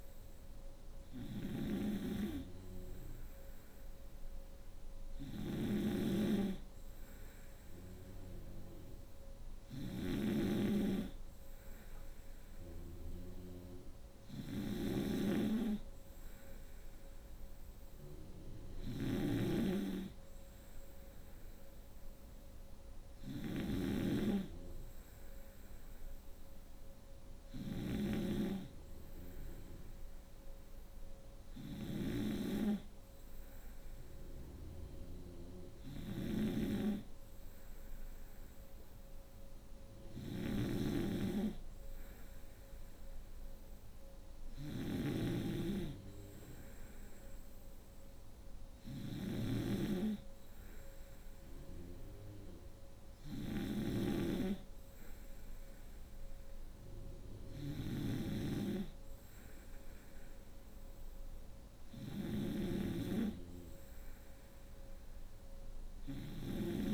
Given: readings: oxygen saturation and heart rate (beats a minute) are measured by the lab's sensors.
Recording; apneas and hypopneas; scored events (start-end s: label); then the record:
breathing in sleep by a room microphone; none
0.00-66.94 s: snoring (device-marked)
From the record:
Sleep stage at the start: N3 (deep sleep); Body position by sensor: on the right side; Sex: female